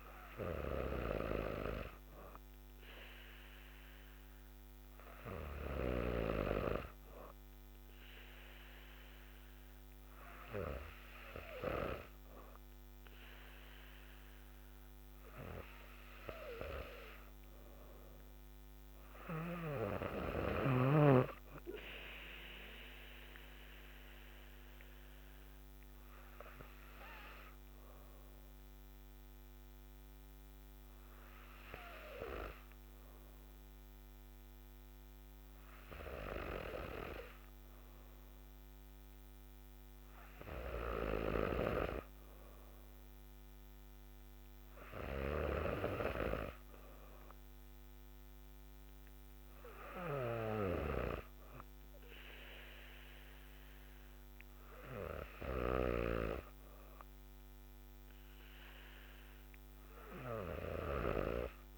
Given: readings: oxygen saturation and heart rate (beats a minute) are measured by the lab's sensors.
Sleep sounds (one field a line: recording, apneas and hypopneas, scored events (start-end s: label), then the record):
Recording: breathing in sleep by a microphone on the trachea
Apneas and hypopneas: none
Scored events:
none scored
From the record:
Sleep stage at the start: N3 (deep sleep)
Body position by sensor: on the back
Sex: female